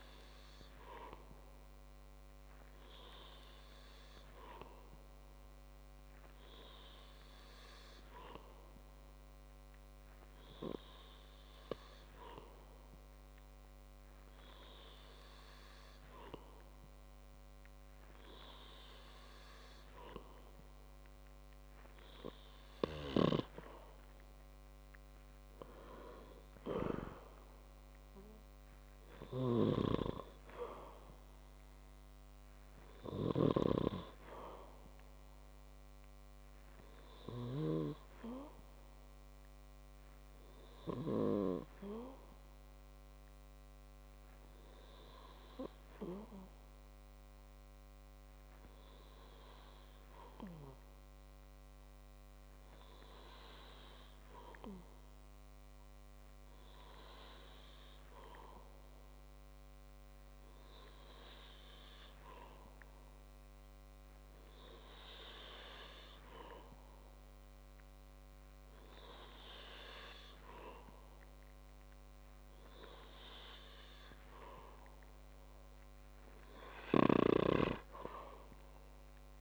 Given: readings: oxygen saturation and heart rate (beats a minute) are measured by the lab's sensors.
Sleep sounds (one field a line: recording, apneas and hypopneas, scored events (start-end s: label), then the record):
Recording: breathing in sleep by a microphone on the trachea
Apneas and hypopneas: 1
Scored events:
57.50-73.00 s: hypopnea (oxygen 95% before, 94% lowest, heart rate 57 before, 59 extreme, up 14 after)
77.00-79.41 s: arousal
From the record:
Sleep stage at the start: N2 (light sleep)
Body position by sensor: on the back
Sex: male